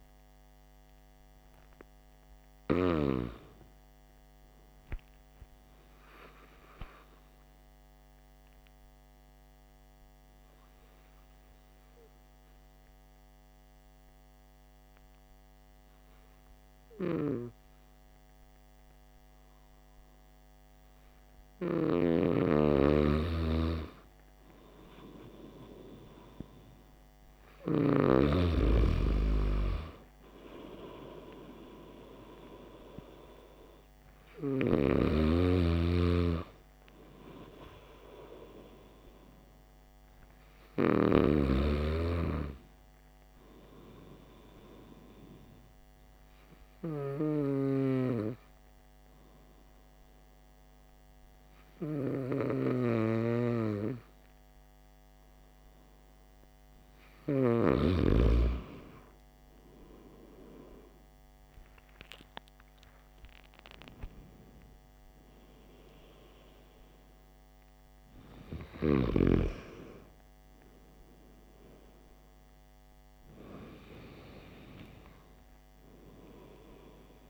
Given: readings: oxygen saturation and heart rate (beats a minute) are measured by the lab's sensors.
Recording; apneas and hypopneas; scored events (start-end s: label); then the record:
breathing in sleep by a microphone on the trachea; 2
1.00-24.50 s: hypopnea (oxygen 96% before, 92% lowest, heart rate 57 before, 49 extreme, up 7 after)
27.00-30.50 s: arousal
45.00-56.50 s: hypopnea (oxygen 96% before, 94% lowest, heart rate 55 before, 50 extreme, up 16 after)
61.00-64.00 s: arousal
From the record:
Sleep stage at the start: N2 (light sleep); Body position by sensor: on the back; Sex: male